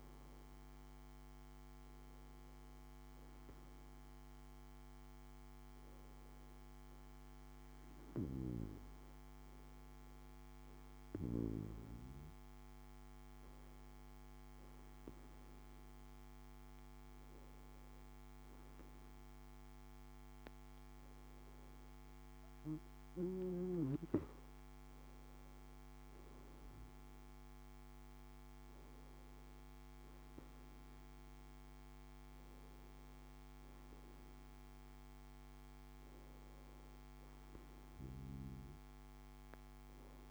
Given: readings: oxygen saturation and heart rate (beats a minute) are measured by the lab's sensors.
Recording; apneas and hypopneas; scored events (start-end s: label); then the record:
breathing in sleep by a microphone on the trachea; none
none scored
From the record:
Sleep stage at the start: N2 (light sleep); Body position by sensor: on the back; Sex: male